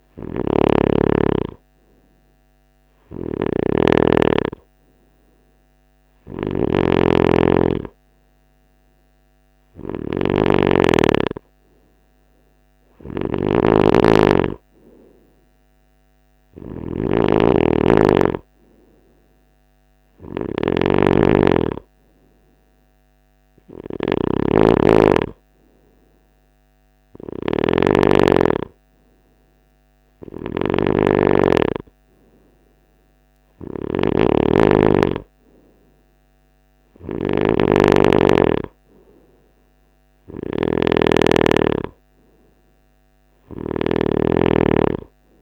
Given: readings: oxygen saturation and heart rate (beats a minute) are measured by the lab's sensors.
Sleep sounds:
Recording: breathing in sleep by a microphone on the trachea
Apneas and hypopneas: none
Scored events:
0.00-45.42 s: snoring (device-marked)
From the record:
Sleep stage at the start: N3 (deep sleep)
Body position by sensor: on the right side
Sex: male

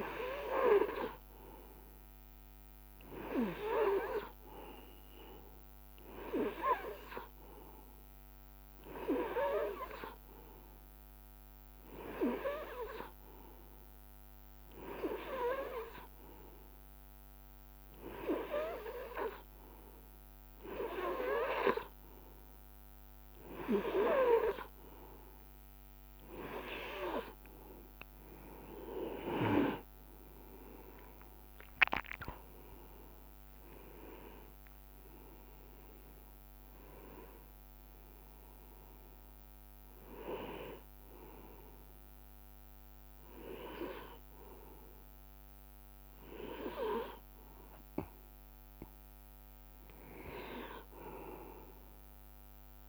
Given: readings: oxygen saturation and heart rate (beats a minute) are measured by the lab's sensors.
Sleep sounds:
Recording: breathing in sleep by a microphone on the trachea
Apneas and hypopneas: none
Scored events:
28.50-30.50 s: long interval between heartbeats (device-marked, heart rate 69 before, 77 extreme)
29.50-34.00 s: arousal
From the record:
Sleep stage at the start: N2 (light sleep)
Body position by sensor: on the right side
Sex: male

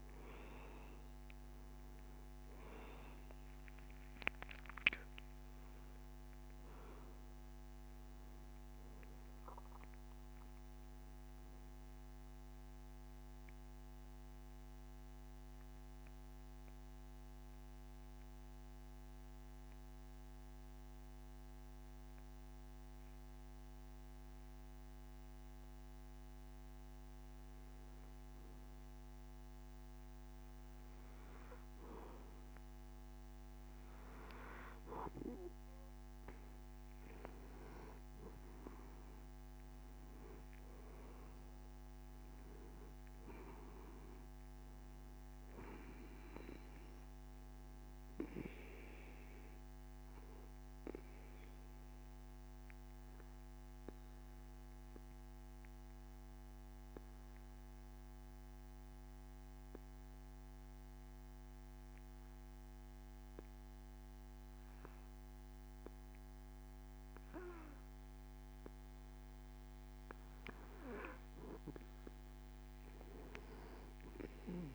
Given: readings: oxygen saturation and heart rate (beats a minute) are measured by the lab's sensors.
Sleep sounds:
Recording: breathing in sleep by a microphone on the trachea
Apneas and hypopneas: 2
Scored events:
0.00-3.50 s: arousal
0.00-27.50 s: oxygen desaturation (device-marked, oxygen 90% lowest)
12.00-32.00 s: mixed apnea (oxygen 96% before, 90% lowest)
36.50-40.50 s: arousal
50.00-69.50 s: obstructive apnea (oxygen 97% before, 91% lowest)
From the record:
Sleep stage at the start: N2 (light sleep)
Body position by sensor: on the back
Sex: male

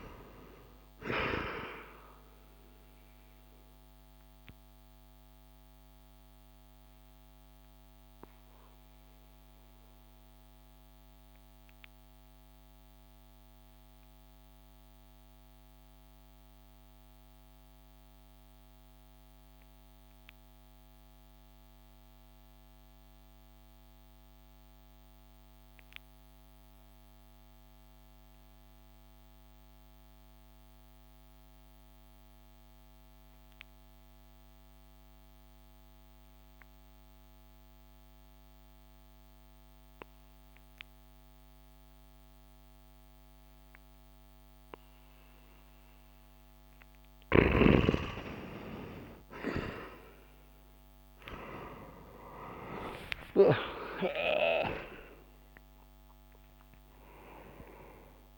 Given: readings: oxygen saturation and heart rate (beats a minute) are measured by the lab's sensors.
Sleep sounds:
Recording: breathing in sleep by a microphone on the trachea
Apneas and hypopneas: 1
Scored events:
0.00-29.00 s: oxygen desaturation (device-marked, oxygen 86% lowest)
3.50-48.50 s: obstructive apnea (oxygen 98% before, 86% lowest)
39.00-58.38 s: oxygen desaturation (device-marked, oxygen 98% before, 88% lowest)
51.50-56.50 s: arousal
54.00-58.38 s: snoring (device-marked)
From the record:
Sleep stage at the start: N2 (light sleep)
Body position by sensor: on the back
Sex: male

